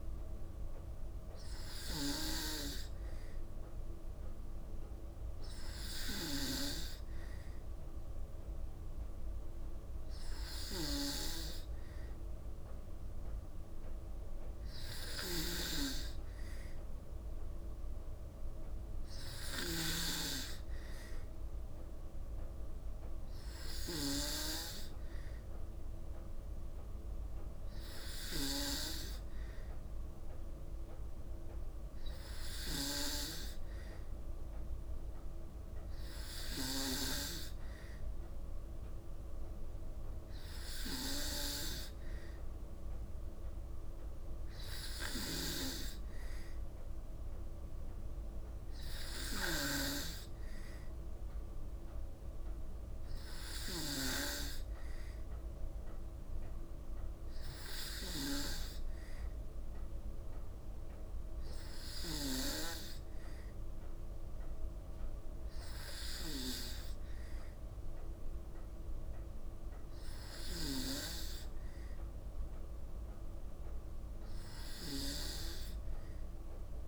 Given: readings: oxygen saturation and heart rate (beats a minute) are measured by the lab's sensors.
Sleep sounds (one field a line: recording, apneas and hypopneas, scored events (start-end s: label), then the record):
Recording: breathing in sleep by a room microphone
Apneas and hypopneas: none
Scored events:
none scored
From the record:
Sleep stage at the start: N2 (light sleep)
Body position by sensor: on the back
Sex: female